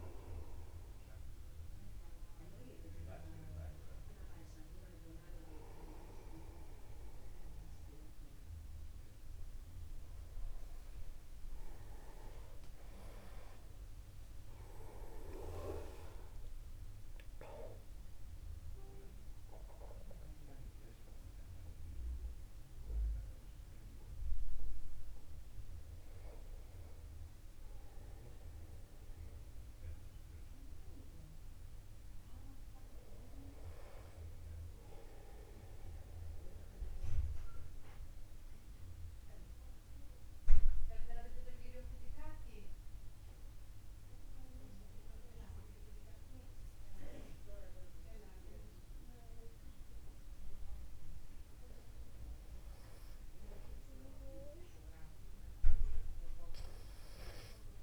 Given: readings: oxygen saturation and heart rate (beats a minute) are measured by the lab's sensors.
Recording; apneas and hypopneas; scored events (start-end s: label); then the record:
a person partly awake in a sleep study, by a room microphone; 1
17.00-47.00 s: new sleep stage, N1 (lightest sleep)
36.00-52.00 s: central apnea (oxygen 99% before, 94% lowest, heart rate 51 before, 49 extreme, up 1 after)
47.00-57.83 s: new sleep stage, N2 (light sleep)
From the record:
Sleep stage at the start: awake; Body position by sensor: upright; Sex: male